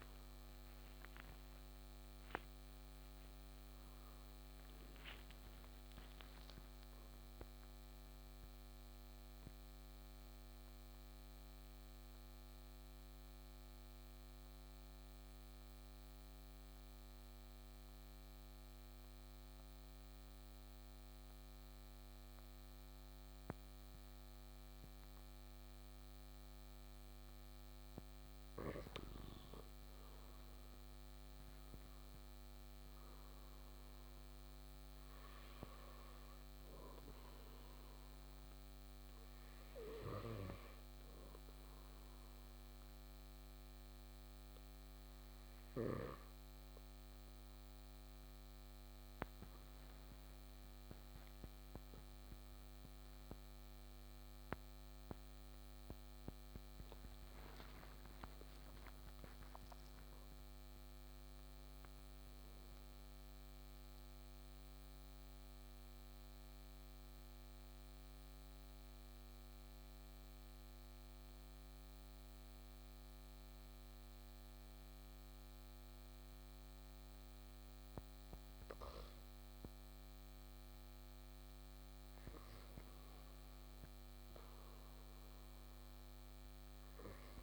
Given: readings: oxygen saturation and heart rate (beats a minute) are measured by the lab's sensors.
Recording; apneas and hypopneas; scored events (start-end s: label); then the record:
breathing in sleep by a microphone on the trachea; 3
0.00-1.50 s: arousal
0.00-14.00 s: oxygen desaturation (device-marked, oxygen 91% lowest, heart rate 52 extreme)
9.50-27.50 s: mixed apnea (oxygen 96% before, 93% lowest, heart rate 69 before, 52 extreme, up 7 after)
27.00-55.00 s: oxygen desaturation (device-marked, oxygen 99% before, 93% lowest, heart rate 56 before, 52 extreme)
29.50-33.50 s: arousal
41.50-54.00 s: hypopnea (oxygen 99% before, 93% lowest, heart rate 56 before, 52 extreme, up 22 after)
57.00-61.00 s: arousal
63.50-79.00 s: central apnea (oxygen 98% before, 94% lowest, heart rate 65 before, 52 extreme, up 6 after)
79.50-84.00 s: arousal
84.00-87.43 s: oxygen desaturation (device-marked, oxygen 97% before, 94% lowest, heart rate 55 before, 54 extreme)
From the record:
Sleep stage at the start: N2 (light sleep); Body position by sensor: on the back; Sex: male